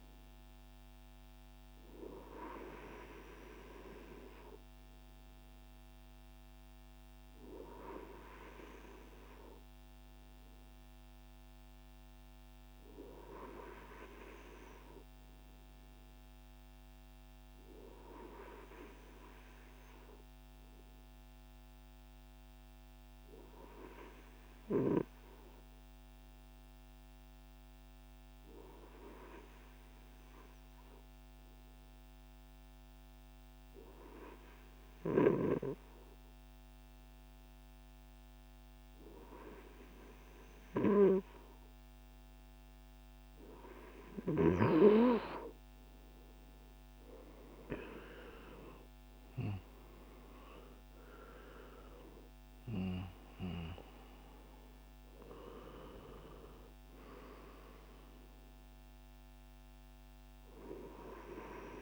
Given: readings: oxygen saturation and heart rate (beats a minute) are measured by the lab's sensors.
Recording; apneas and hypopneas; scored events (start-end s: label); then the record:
breathing in sleep by a microphone on the trachea; 1
20.00-43.00 s: obstructive apnea (oxygen 97% before, 94% lowest, heart rate 62 before, 59 extreme, up 12 after)
45.50-50.50 s: arousal
From the record:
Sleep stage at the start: N2 (light sleep); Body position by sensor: on the front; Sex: male